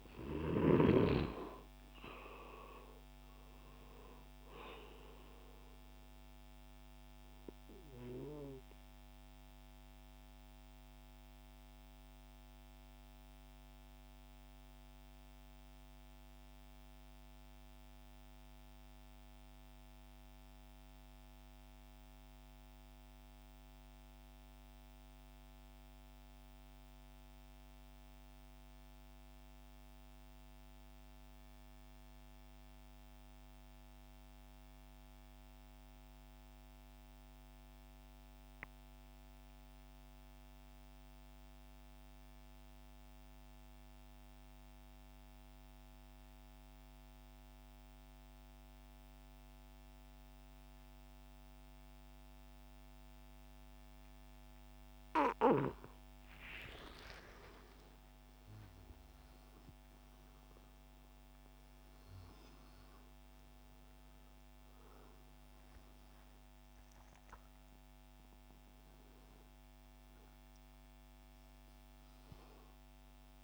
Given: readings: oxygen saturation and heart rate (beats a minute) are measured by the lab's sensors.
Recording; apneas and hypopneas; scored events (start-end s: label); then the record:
breathing in sleep by a microphone on the trachea; 1
0.00-16.50 s: oxygen desaturation (device-marked, oxygen 85% lowest, heart rate 58 extreme)
8.00-55.50 s: mixed apnea (oxygen 95% before, 84% lowest, heart rate 66 before, 59 extreme, up 17 after)
39.50-73.44 s: oxygen desaturation (device-marked, oxygen 98% before, 84% lowest, heart rate 65 before, 61 extreme)
56.50-61.50 s: arousal
From the record:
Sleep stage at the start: N2 (light sleep); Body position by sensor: on the back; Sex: male